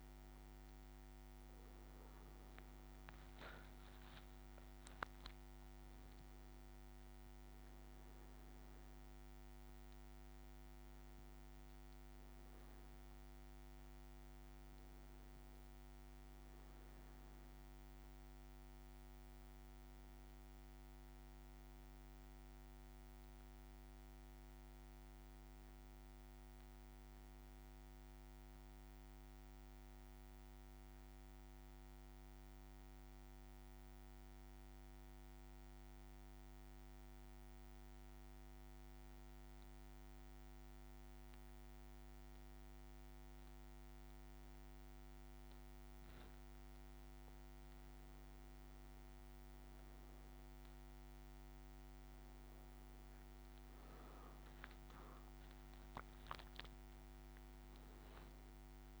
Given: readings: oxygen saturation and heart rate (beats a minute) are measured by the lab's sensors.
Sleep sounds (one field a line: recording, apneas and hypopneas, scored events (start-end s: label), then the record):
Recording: breathing in sleep, hard to hear, by a microphone on the trachea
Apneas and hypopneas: 1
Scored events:
4.50-10.50 s: arousal
32.50-48.00 s: mixed apnea (oxygen 99% before, 96% lowest, heart rate 57 before, 56 extreme, up 4 after)
50.00-55.50 s: arousal
From the record:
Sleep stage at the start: N1 (lightest sleep)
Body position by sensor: on the back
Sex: male